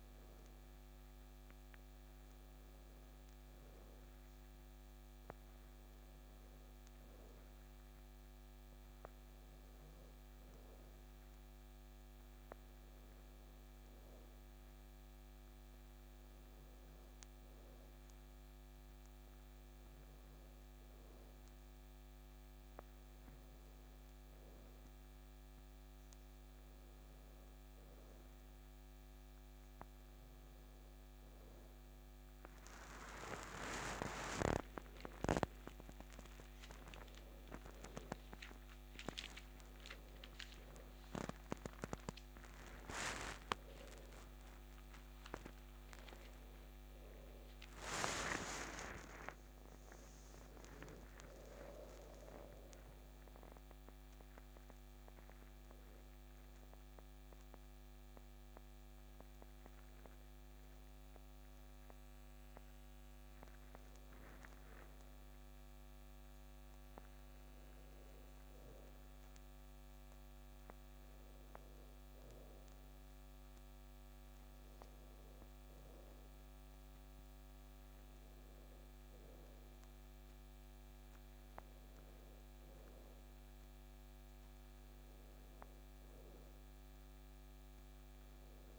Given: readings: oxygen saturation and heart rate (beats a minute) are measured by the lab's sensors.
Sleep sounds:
breathing in sleep by a microphone on the trachea; none
33.00-39.00 s: arousal
From the record:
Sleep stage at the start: N2 (light sleep); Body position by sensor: on the back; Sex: male

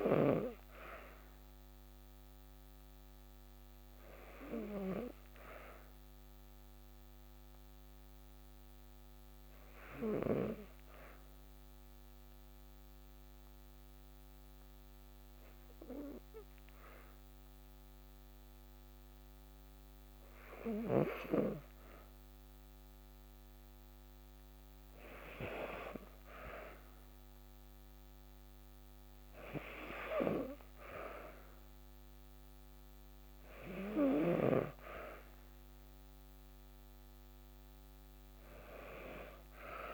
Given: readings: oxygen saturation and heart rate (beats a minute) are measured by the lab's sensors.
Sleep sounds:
breathing in sleep by a microphone on the trachea; 1
4.00-20.00 s: hypopnea (oxygen 97% before, 94% lowest, heart rate 54 before, 53 extreme, up 0 after)
22.00-25.50 s: arousal
From the record:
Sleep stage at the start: N2 (light sleep); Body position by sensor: on the back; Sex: female

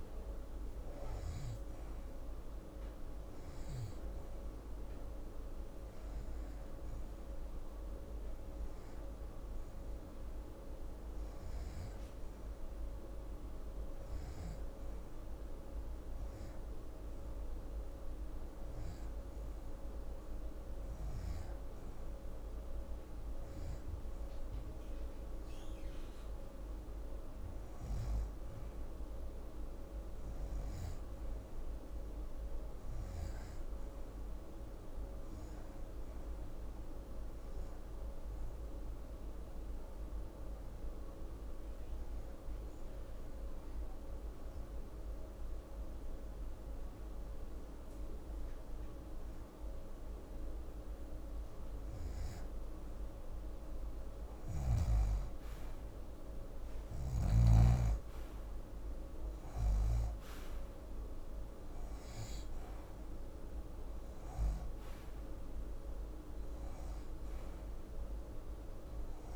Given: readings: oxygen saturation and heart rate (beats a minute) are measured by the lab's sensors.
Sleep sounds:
breathing in sleep, hard to hear, by a room microphone; 1
0.00-20.00 s: oxygen desaturation (device-marked, oxygen 86% lowest, heart rate 81 extreme)
37.50-50.00 s: hypopnea (oxygen 91% before, 84% lowest, heart rate 134 before, 43 extreme, up 20 after)
52.00-55.50 s: arousal
From the record:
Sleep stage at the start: REM sleep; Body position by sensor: on the left side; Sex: female

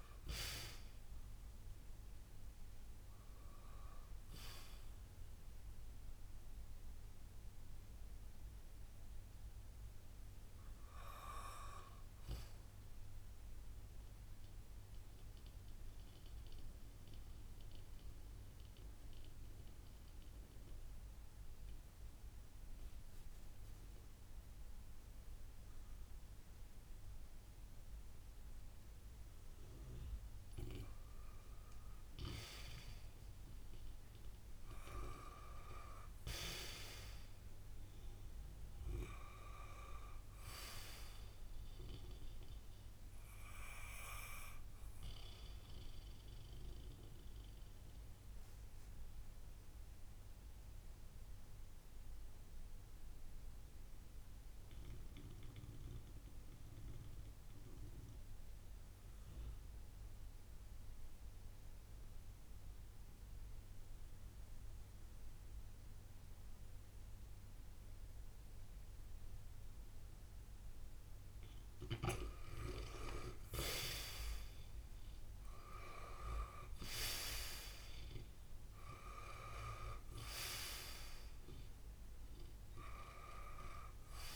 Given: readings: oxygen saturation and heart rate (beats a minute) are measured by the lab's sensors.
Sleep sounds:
breathing in sleep by a room microphone; 2
0.00-26.00 s: oxygen desaturation (device-marked, oxygen 86% lowest, heart rate 55 extreme)
14.50-29.50 s: mixed apnea (oxygen 94% before, 86% lowest, heart rate 61 before, 55 extreme, up 4 after)
32.00-37.50 s: arousal
43.00-63.00 s: oxygen desaturation (device-marked, oxygen 97% before, 92% lowest, heart rate 57 before, 56 extreme)
47.00-71.50 s: mixed apnea (oxygen 98% before, 87% lowest, heart rate 58 before, 56 extreme, up 8 after)
72.50-78.50 s: arousal
74.00-84.36 s: oxygen desaturation (device-marked, oxygen 97% before, 87% lowest, heart rate 57 before, 56 extreme)
From the record:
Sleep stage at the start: N2 (light sleep); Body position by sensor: on the back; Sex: male

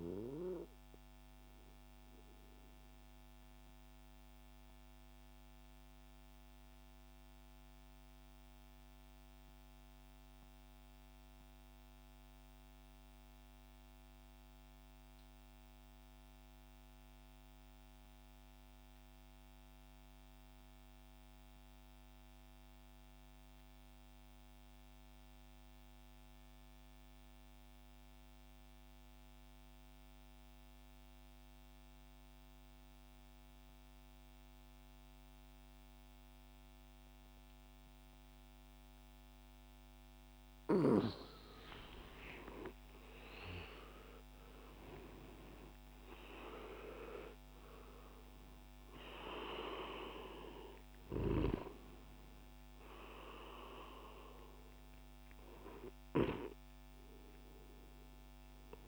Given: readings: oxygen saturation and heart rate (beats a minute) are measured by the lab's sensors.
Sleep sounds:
breathing in sleep by a microphone on the trachea; 1
0.00-9.50 s: oxygen desaturation (device-marked, oxygen 86% lowest, heart rate 61 extreme)
1.00-41.00 s: mixed apnea (oxygen 96% before, 85% lowest, heart rate 74 before, 62 extreme, up 13 after)
28.50-58.88 s: oxygen desaturation (device-marked, oxygen 98% before, 85% lowest, heart rate 64 before, 62 extreme)
42.00-46.50 s: arousal
From the record:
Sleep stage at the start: N2 (light sleep); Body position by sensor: on the back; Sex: male

